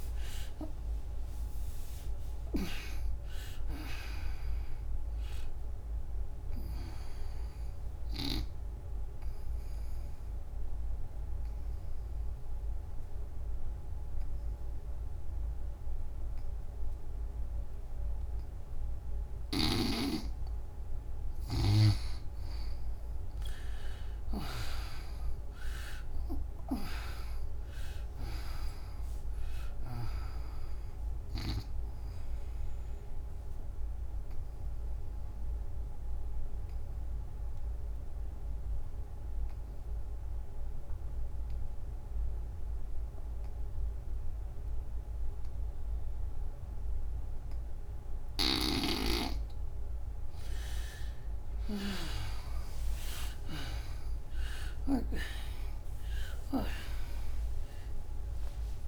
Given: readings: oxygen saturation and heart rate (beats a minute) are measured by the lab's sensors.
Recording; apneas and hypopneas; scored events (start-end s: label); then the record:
breathing in sleep by a room microphone; 2
0.00-17.50 s: oxygen desaturation (device-marked, oxygen 76% lowest, heart rate 71 extreme)
7.00-20.50 s: obstructive apnea (oxygen 96% before, 76% lowest, heart rate 91 before, 71 extreme)
19.50-38.50 s: oxygen desaturation (device-marked, oxygen 98% before, 83% lowest, heart rate 97 before, 68 extreme)
21.50-25.50 s: arousal
33.00-48.50 s: obstructive apnea (oxygen 98% before, 81% lowest, heart rate 102 before, 68 extreme, up 25 after)
50.50-58.88 s: oxygen desaturation (device-marked, oxygen 97% before, 81% lowest, heart rate 89 before, 70 extreme)
51.00-54.50 s: arousal
From the record:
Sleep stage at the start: N2 (light sleep); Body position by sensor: on the back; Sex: female